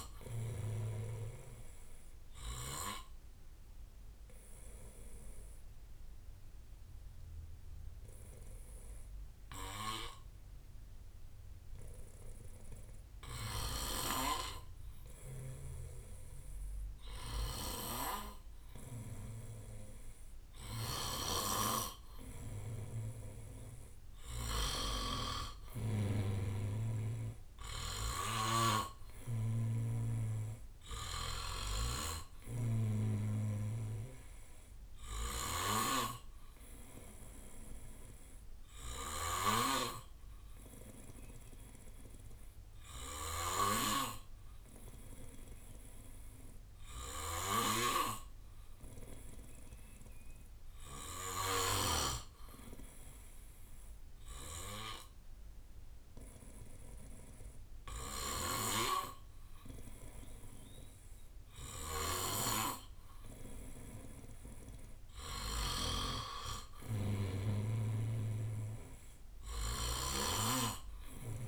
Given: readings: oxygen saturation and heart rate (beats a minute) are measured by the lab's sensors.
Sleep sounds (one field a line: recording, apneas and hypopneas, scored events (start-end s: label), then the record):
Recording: breathing in sleep by a room microphone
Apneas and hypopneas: 2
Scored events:
0.00-0.50 s: arousal
0.00-15.00 s: oxygen desaturation (device-marked, oxygen 96% before, 91% lowest, heart rate 64 before, 64 extreme)
4.50-19.00 s: obstructive apnea (oxygen 96% before, 90% lowest, heart rate 64 before, 64 extreme, up 14 after)
20.50-26.00 s: snoring (device-marked)
21.00-25.00 s: arousal
22.00-34.00 s: oxygen desaturation (device-marked, oxygen 94% before, 90% lowest, heart rate 67 before, 63 extreme)
25.00-27.00 s: long interval between heartbeats (device-marked, heart rate 67 before, 78 extreme)
28.00-52.00 s: snoring (device-marked)
36.50-38.50 s: long interval between heartbeats (device-marked, heart rate 70 before, 72 extreme)
37.50-62.00 s: obstructive apnea (oxygen 94% before, 90% lowest, heart rate 70 before, 63 extreme, up 5 after)
56.00-71.48 s: oxygen desaturation (device-marked, oxygen 96% before, 92% lowest, heart rate 68 before, 63 extreme)
58.00-71.48 s: snoring (device-marked)
From the record:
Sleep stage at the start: N2 (light sleep)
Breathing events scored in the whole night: 279 in 3.7 hours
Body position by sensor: on the back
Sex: male